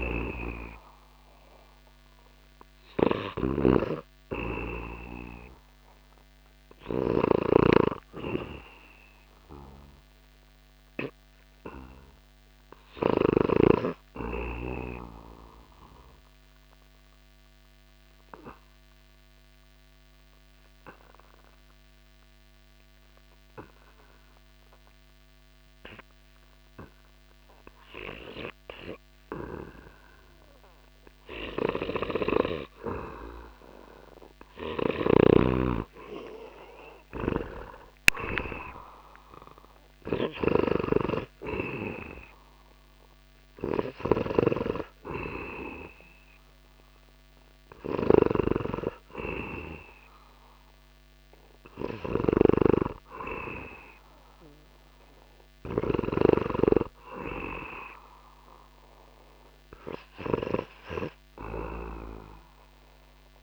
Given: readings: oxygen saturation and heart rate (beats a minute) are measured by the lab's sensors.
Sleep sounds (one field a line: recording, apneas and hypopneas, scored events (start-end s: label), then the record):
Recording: breathing in sleep by a microphone on the trachea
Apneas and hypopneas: 1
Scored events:
0.00-2.00 s: arousal
0.00-2.00 s: oxygen desaturation (device-marked, oxygen 81% lowest)
0.00-12.50 s: snoring (device-marked)
15.00-32.50 s: obstructive apnea (oxygen 99% before, 89% lowest)
33.50-38.00 s: arousal
34.00-55.50 s: snoring (device-marked)
40.00-63.43 s: oxygen desaturation (device-marked, oxygen 97% before, 89% lowest)
From the record:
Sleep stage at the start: REM sleep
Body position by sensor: on the back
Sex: male